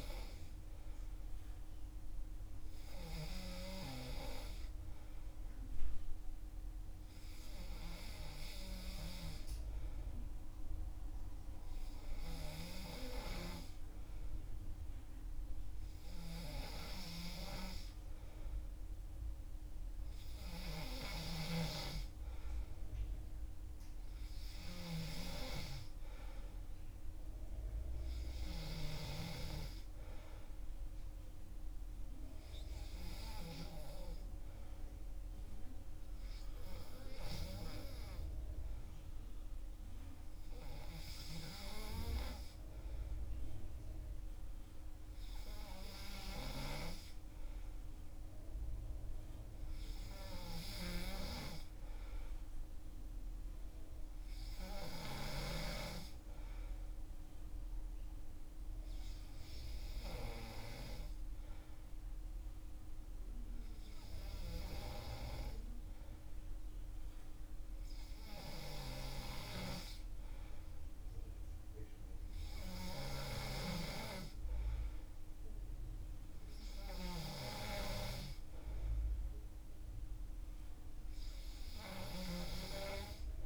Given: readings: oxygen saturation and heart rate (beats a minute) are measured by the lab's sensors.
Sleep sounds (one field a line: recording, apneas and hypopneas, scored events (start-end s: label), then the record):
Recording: breathing in sleep by a room microphone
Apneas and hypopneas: none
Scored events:
none scored
From the record:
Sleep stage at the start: N2 (light sleep)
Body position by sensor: on the back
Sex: male